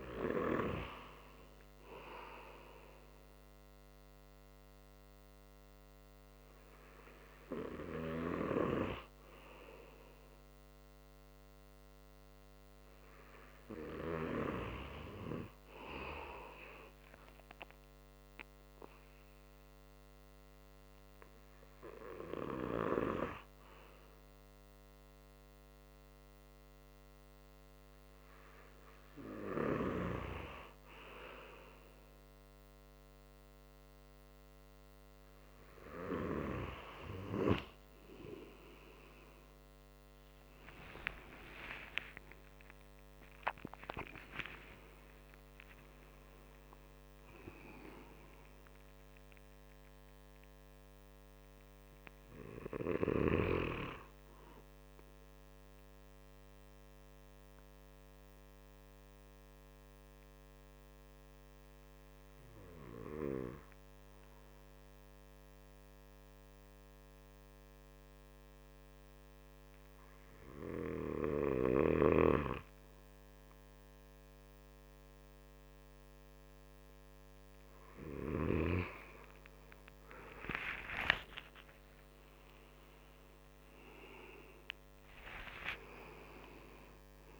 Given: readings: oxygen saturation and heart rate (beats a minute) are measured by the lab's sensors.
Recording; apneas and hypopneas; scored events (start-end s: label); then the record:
breathing in sleep by a microphone on the trachea; 2
12.50-16.00 s: arousal
18.50-37.00 s: obstructive apnea (oxygen 96% before, 93% lowest)
40.00-45.00 s: arousal
56.50-73.00 s: mixed apnea (oxygen 96% before, 94% lowest, heart rate 121 before, 29 extreme, up 0 after)
72.00-78.50 s: snoring (device-marked)
80.00-85.50 s: arousal
From the record:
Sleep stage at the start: N2 (light sleep); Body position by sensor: on the right side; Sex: male